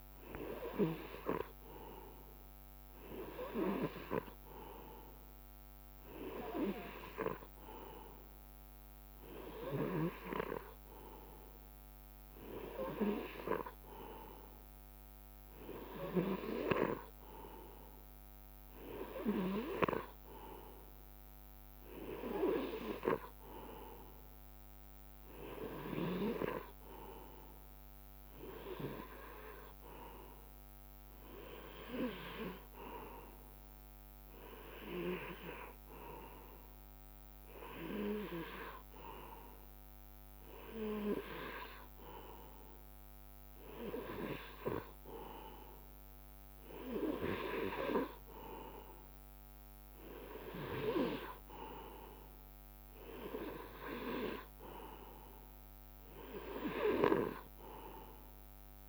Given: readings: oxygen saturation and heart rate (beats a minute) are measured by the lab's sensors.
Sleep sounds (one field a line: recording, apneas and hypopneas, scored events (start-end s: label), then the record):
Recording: breathing in sleep by a microphone on the trachea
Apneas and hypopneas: none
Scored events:
none scored
From the record:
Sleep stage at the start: N2 (light sleep)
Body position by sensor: on the right side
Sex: male